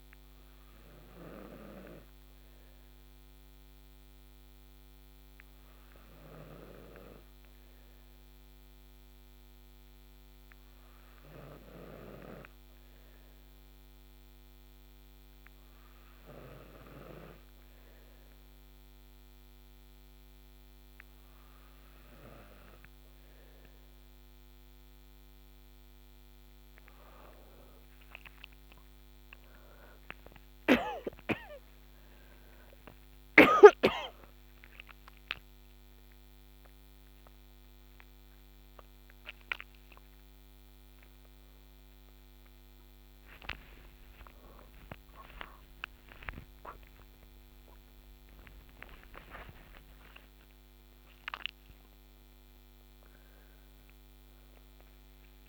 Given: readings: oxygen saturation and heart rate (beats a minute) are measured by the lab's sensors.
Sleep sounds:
a person partly awake in a sleep study, by a microphone on the trachea; none
37.00-55.49 s: new sleep stage, awake
From the record:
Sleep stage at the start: N2 (light sleep); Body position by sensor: on the back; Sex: female

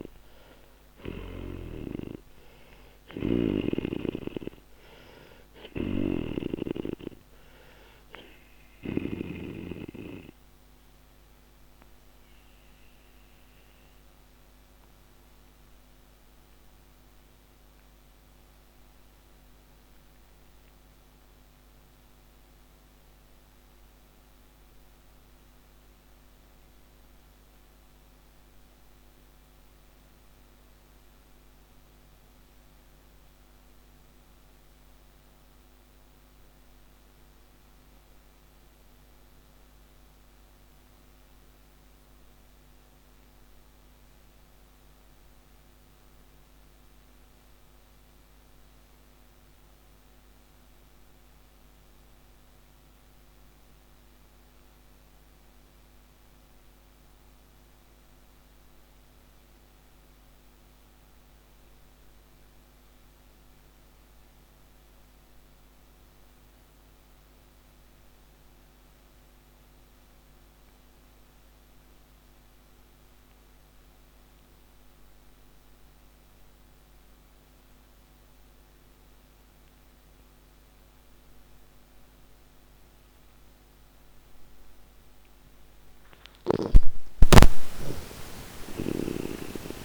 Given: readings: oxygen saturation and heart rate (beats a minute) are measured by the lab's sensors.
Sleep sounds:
breathing in sleep by a microphone on the trachea; 1
0.00-41.50 s: oxygen desaturation (device-marked, oxygen 77% lowest, heart rate 50 extreme)
10.50-85.50 s: mixed apnea (oxygen 97% before, 77% lowest, heart rate 117 before, 59 extreme, up 53 after)
77.50-89.85 s: oxygen desaturation (device-marked, oxygen 97% before, 90% lowest)
86.50-89.85 s: arousal
88.00-89.85 s: snoring (device-marked)
From the record:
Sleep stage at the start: N2 (light sleep); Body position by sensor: on the back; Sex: male

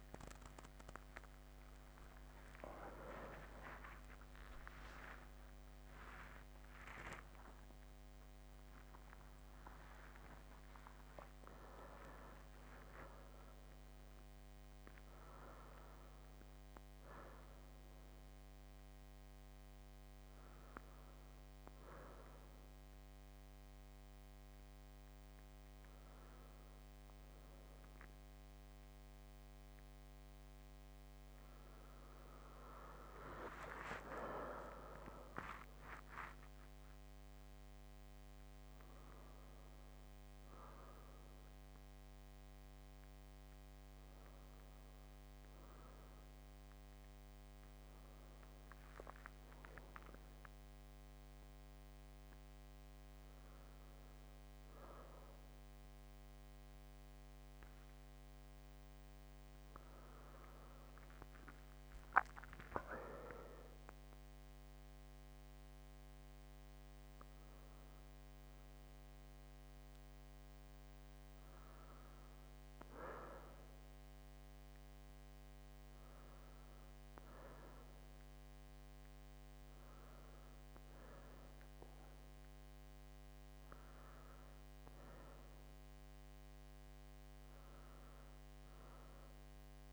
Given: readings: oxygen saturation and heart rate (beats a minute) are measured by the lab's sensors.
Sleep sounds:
a person partly awake in a sleep study, by a microphone on the trachea; none
30.00-89.93 s: new sleep stage, N2 (light sleep)
From the record:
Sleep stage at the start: awake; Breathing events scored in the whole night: 217 in 6.2 hours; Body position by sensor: on the left side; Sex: male

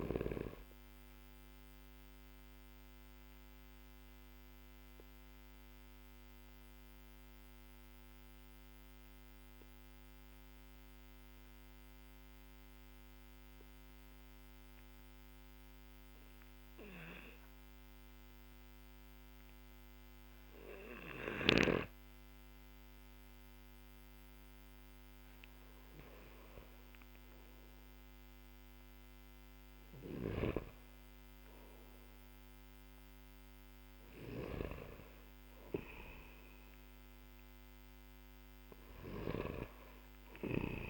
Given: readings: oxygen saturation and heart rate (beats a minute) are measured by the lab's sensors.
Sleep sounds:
breathing in sleep by a microphone on the trachea; 1
1.00-23.00 s: obstructive apnea (oxygen 98% before, 94% lowest, heart rate 53 before, 44 extreme, up 16 after)
7.00-40.90 s: new sleep stage, N2 (light sleep)
26.50-30.50 s: arousal
38.50-40.90 s: snoring (device-marked)
From the record:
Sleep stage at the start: N1 (lightest sleep); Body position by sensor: on the back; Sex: male

